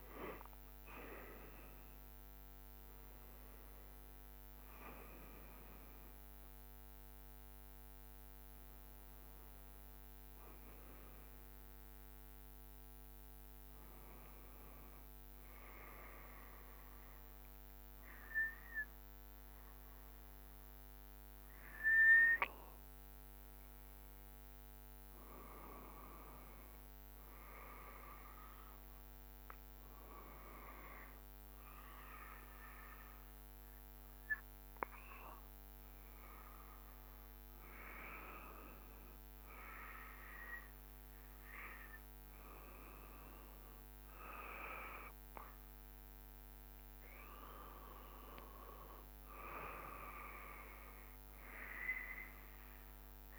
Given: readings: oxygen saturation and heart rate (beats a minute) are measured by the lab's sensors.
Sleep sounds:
breathing in sleep by a microphone on the trachea; none
0.00-1.00 s: arousal
From the record:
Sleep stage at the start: N2 (light sleep); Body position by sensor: on the back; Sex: male

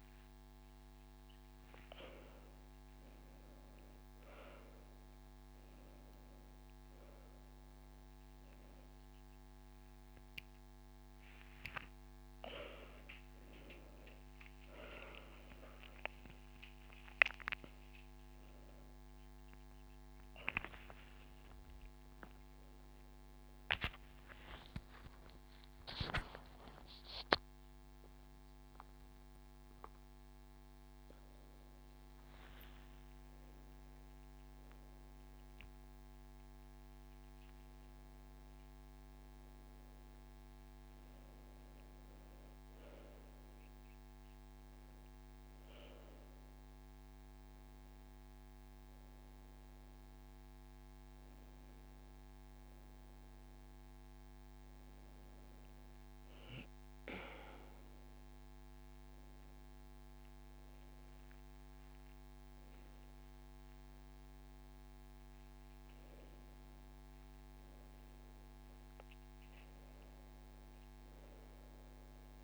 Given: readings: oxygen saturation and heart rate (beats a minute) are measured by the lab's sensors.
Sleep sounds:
a person awake in a sleep study, by a microphone on the trachea; none
0.00-1.00 s: long interval between heartbeats (device-marked)
25.00-27.00 s: long interval between heartbeats (device-marked)
28.50-30.50 s: long interval between heartbeats (device-marked)
30.50-32.50 s: long interval between heartbeats (device-marked)
39.50-41.50 s: long interval between heartbeats (device-marked)
54.50-56.50 s: long interval between heartbeats (device-marked)
64.50-70.50 s: drop in pulse transit time (device-marked)
65.50-67.50 s: long interval between heartbeats (device-marked)
68.50-70.50 s: long interval between heartbeats (device-marked)
From the record:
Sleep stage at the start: awake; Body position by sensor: on the right side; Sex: female

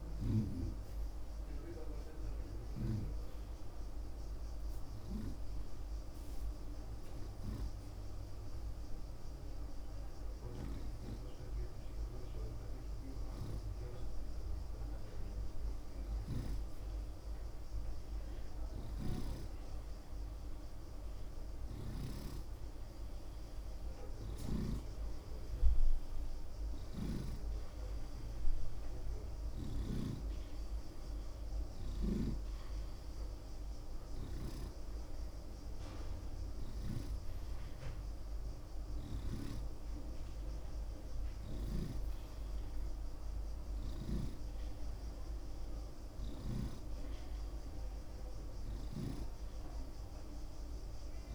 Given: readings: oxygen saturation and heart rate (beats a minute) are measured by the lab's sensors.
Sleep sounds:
breathing in sleep by a room microphone; 1
0.00-8.50 s: oxygen desaturation (device-marked, oxygen 86% lowest, heart rate 28 extreme)
6.00-16.00 s: hypopnea (oxygen 93% before, 86% lowest, heart rate 45 before, 28 extreme, up 12 after)
16.00-30.00 s: snoring (device-marked)
18.50-23.00 s: arousal
26.50-41.50 s: oxygen desaturation (device-marked, oxygen 91% before, 86% lowest)
32.00-37.00 s: snoring (device-marked)
From the record:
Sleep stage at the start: N2 (light sleep); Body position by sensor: on the right side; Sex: male

